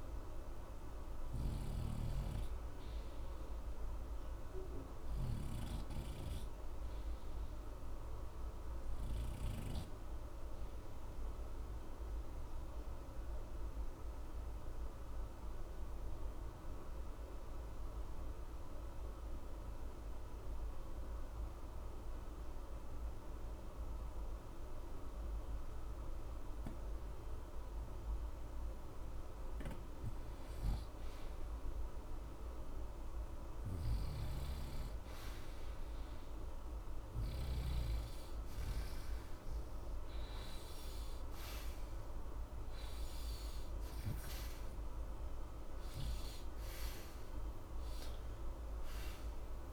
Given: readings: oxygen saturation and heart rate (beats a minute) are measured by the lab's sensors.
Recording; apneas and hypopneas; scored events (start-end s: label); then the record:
breathing in sleep, hard to hear, by a room microphone; 1
0.00-1.50 s: arousal
6.00-39.00 s: oxygen desaturation (device-marked, oxygen 91% before, 82% lowest, heart rate 60 before, 60 extreme)
11.00-28.00 s: obstructive apnea (oxygen 91% before, 81% lowest, heart rate 60 before, 60 extreme, up 0 after)
41.50-45.50 s: arousal
From the record:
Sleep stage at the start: N2 (light sleep); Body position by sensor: on the right side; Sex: male